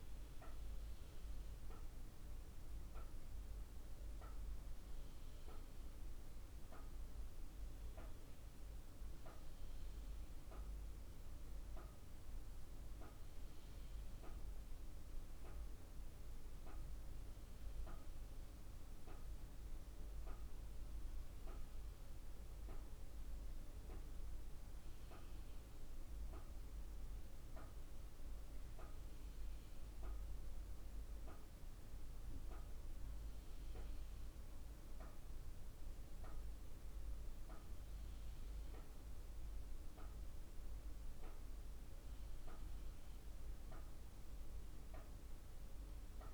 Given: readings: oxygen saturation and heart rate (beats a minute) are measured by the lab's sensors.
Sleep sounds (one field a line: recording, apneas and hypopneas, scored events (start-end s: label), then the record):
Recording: breathing in sleep, hard to hear, by a room microphone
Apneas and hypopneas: none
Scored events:
none scored
From the record:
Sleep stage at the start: N2 (light sleep)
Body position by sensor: on the right side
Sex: female